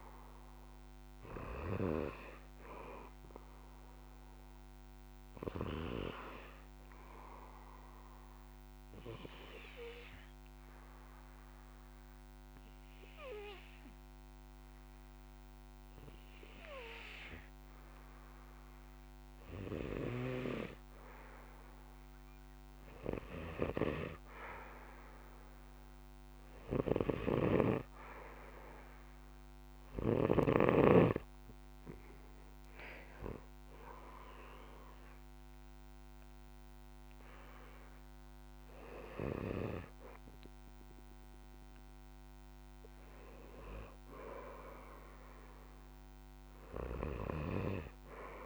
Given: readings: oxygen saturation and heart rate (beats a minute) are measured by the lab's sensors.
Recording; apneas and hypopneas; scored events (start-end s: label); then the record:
breathing in sleep by a microphone on the trachea; 1
0.00-3.00 s: arousal
5.50-21.50 s: hypopnea (oxygen 98% before, 93% lowest, heart rate 67 before, 57 extreme, up 1 after)
24.50-28.50 s: arousal
25.00-48.46 s: oxygen desaturation (device-marked, oxygen 97% before, 93% lowest, heart rate 63 before, 57 extreme)
From the record:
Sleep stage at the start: N2 (light sleep); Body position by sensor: on the back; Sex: male